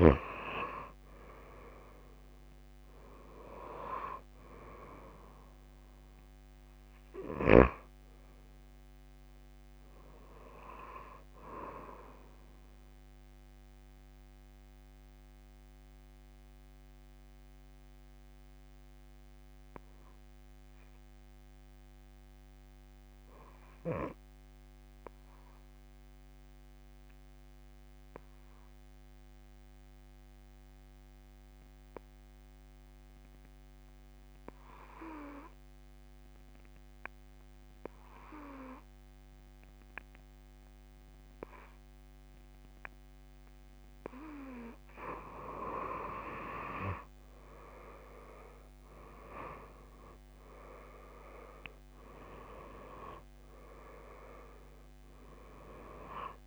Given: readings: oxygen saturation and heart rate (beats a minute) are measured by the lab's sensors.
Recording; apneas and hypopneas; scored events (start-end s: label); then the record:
breathing in sleep by a microphone on the trachea; 1
0.00-28.50 s: oxygen desaturation (device-marked, oxygen 87% lowest)
13.00-43.50 s: obstructive apnea (oxygen 97% before, 86% lowest)
41.50-56.47 s: oxygen desaturation (device-marked, oxygen 98% before, 86% lowest)
47.50-52.00 s: arousal
From the record:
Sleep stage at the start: N2 (light sleep); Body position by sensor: on the back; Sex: female